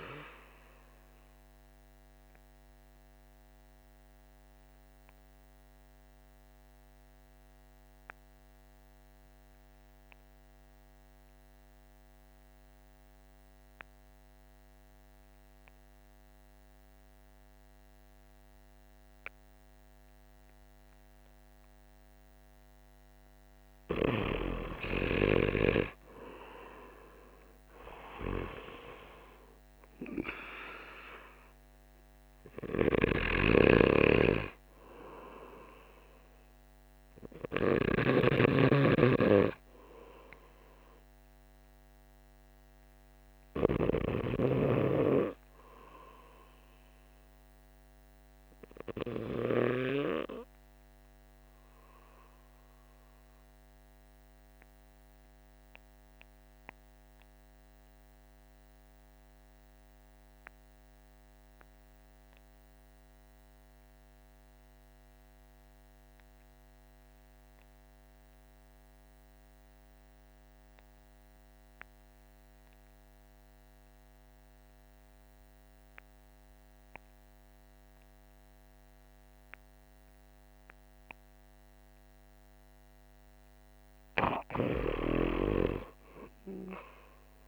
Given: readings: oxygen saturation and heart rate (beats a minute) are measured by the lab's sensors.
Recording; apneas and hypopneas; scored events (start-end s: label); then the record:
breathing in sleep by a microphone on the trachea; 2
0.00-16.00 s: oxygen desaturation (device-marked, oxygen 79% lowest, heart rate 52 extreme)
3.00-22.50 s: mixed apnea (oxygen 91% before, 79% lowest, heart rate 60 before, 51 extreme, up 16 after)
24.50-28.00 s: arousal
26.00-53.00 s: oxygen desaturation (device-marked, oxygen 98% before, 86% lowest, heart rate 55 before, 50 extreme)
33.00-44.00 s: snoring (device-marked)
53.00-82.50 s: obstructive apnea (oxygen 98% before, 76% lowest, heart rate 55 before, 51 extreme, up 13 after)
69.00-87.48 s: oxygen desaturation (device-marked, oxygen 98% before, 76% lowest, heart rate 52 before, 50 extreme)
85.50-87.48 s: arousal
From the record:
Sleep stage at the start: REM sleep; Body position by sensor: on the back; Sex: male